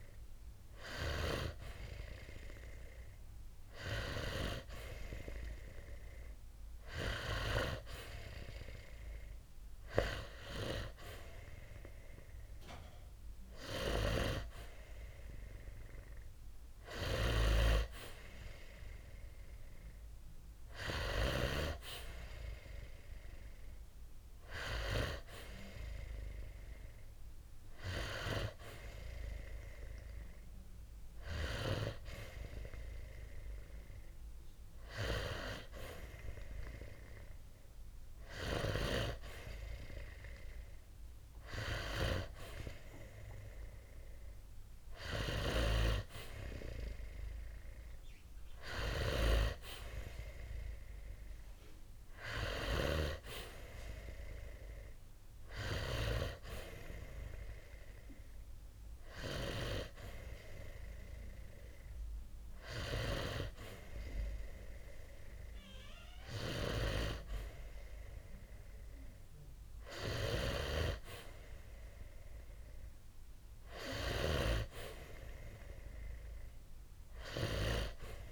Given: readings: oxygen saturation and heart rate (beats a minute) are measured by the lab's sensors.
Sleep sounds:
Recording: breathing in sleep by a room microphone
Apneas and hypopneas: none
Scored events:
none scored
From the record:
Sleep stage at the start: N2 (light sleep)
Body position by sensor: on the back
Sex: male

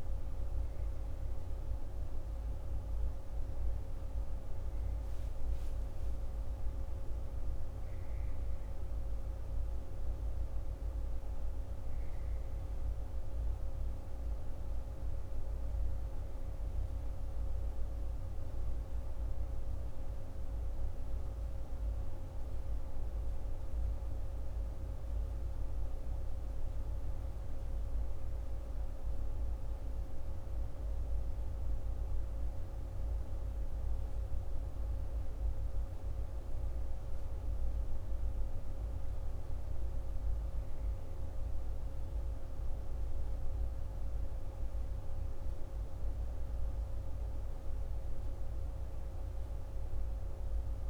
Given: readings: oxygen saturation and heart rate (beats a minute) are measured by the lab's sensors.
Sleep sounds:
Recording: a person awake in a sleep study, hard to hear, by a room microphone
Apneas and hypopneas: none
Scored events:
36.00-50.90 s: new sleep stage, N1 (lightest sleep)
From the record:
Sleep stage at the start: awake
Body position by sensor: on the back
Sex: male

